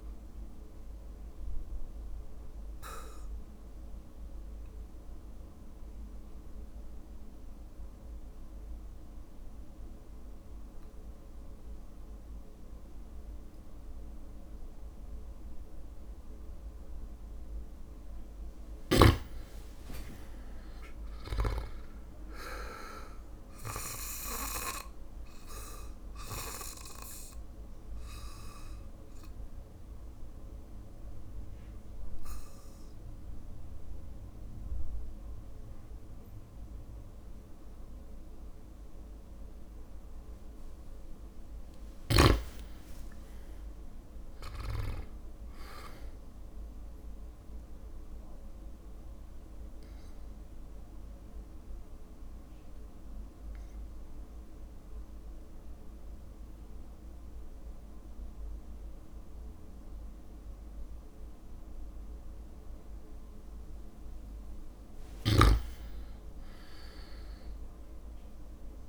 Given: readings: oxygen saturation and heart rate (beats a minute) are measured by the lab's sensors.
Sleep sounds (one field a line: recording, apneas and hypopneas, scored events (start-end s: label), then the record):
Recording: breathing in sleep by a room microphone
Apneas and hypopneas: 3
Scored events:
2.50-16.00 s: obstructive apnea (oxygen 100% before, 95% lowest, heart rate 57 before, 53 extreme, up 3 after)
4.50-25.50 s: oxygen desaturation (device-marked, oxygen 100% before, 95% lowest, heart rate 57 before, 53 extreme)
19.00-22.50 s: arousal
24.50-40.00 s: obstructive apnea (oxygen 100% before, 95% lowest, heart rate 59 before, 53 extreme, up 8 after)
29.50-31.50 s: long interval between heartbeats (device-marked, heart rate 59 before, 60 extreme)
42.00-45.00 s: arousal
48.50-63.00 s: obstructive apnea (oxygen 98% before, 94% lowest, heart rate 59 before, 56 extreme, up 3 after)
65.00-67.50 s: arousal
From the record:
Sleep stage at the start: N2 (light sleep)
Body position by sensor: on the back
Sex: male